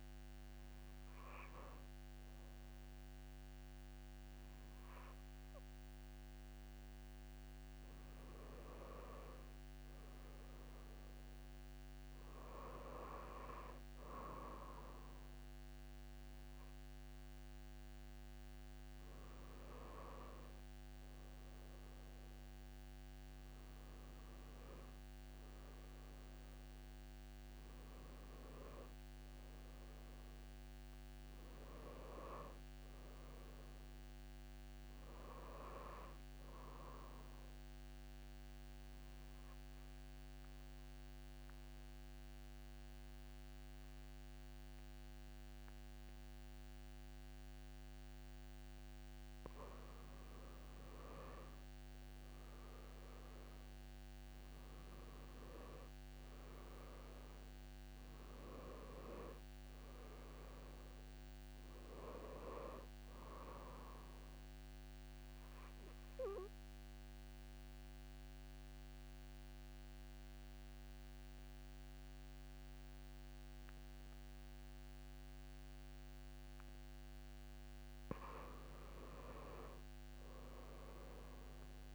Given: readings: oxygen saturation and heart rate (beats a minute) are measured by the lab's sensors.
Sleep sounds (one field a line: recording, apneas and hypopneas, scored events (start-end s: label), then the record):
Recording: breathing in sleep by a microphone on the trachea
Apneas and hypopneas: 2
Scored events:
28.50-33.00 s: arousal
37.50-49.50 s: obstructive apnea (oxygen 96% before, 93% lowest)
53.00-57.00 s: arousal
55.50-75.50 s: oxygen desaturation (device-marked, oxygen 96% before, 93% lowest)
63.50-77.00 s: obstructive apnea (oxygen 96% before, 91% lowest)
79.00-81.95 s: arousal
From the record:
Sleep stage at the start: N2 (light sleep)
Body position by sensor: on the back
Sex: female